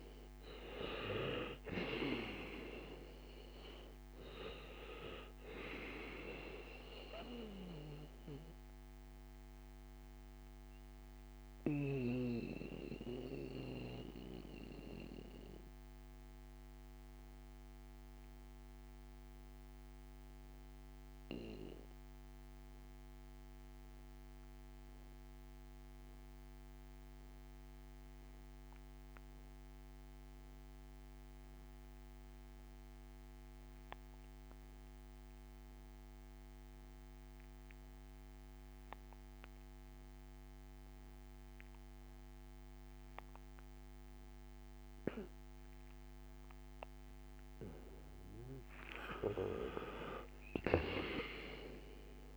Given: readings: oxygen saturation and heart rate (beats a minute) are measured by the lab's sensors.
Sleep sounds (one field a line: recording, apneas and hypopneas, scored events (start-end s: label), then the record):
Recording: breathing in sleep by a microphone on the trachea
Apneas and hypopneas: 1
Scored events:
0.00-30.00 s: oxygen desaturation (device-marked, oxygen 84% lowest, heart rate 55 extreme)
9.50-47.00 s: mixed apnea (oxygen 98% before, 82% lowest, heart rate 62 before, 55 extreme, up 5 after)
44.00-52.37 s: oxygen desaturation (device-marked, oxygen 97% before, 82% lowest, heart rate 61 before, 56 extreme)
49.00-52.37 s: arousal
From the record:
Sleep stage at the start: N2 (light sleep)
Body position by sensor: on the back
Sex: male